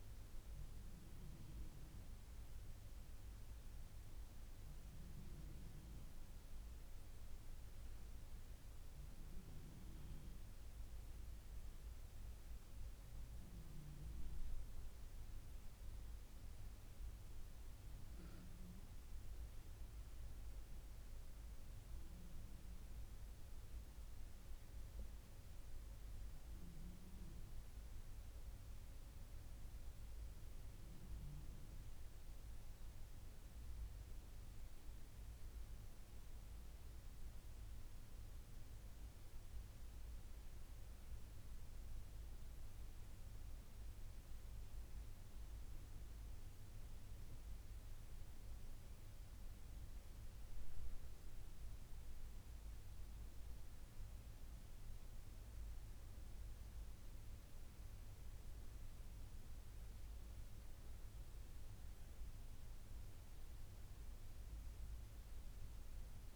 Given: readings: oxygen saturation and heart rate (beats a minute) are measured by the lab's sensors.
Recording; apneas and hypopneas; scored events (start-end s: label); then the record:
breathing in sleep, hard to hear, by a room microphone; none
none scored
From the record:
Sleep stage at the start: N1 (lightest sleep); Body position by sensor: on the back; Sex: female